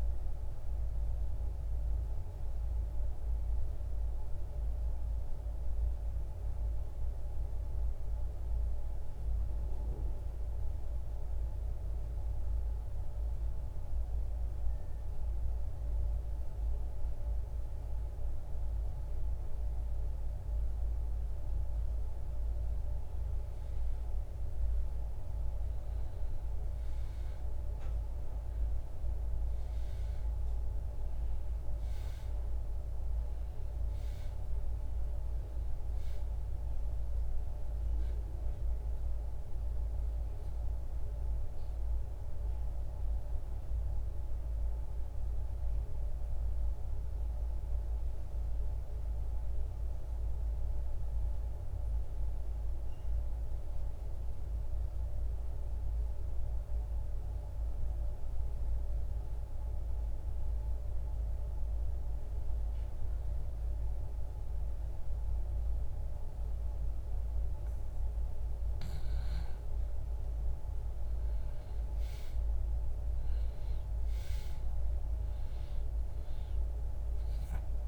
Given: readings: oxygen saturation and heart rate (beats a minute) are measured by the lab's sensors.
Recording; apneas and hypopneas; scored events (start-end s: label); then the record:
breathing in sleep, hard to hear, by a room microphone; 2
0.00-20.50 s: oxygen desaturation (device-marked, oxygen 85% lowest, heart rate 55 extreme)
1.50-21.50 s: mixed apnea (oxygen 95% before, 85% lowest, heart rate 73 before, 55 extreme, up 1 after)
23.00-27.00 s: arousal
42.00-67.50 s: mixed apnea (oxygen 97% before, 83% lowest, heart rate 60 before, 53 extreme, up 4 after)
42.50-65.50 s: oxygen desaturation (device-marked, oxygen 97% before, 89% lowest, heart rate 60 before, 53 extreme)
From the record:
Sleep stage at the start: N2 (light sleep); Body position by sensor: on the back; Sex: male